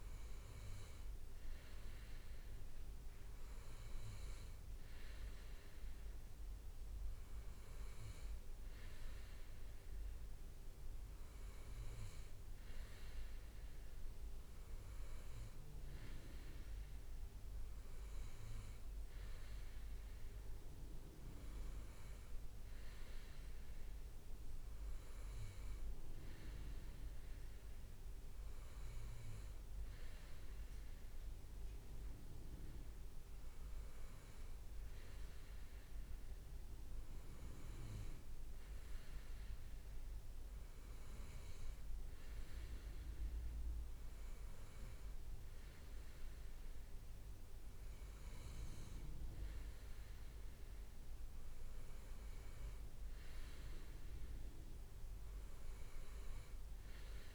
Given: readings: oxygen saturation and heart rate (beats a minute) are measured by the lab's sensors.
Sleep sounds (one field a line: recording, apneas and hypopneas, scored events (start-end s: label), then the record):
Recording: breathing in sleep, hard to hear, by a room microphone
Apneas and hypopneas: none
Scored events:
none scored
From the record:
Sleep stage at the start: N2 (light sleep)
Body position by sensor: on the right side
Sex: male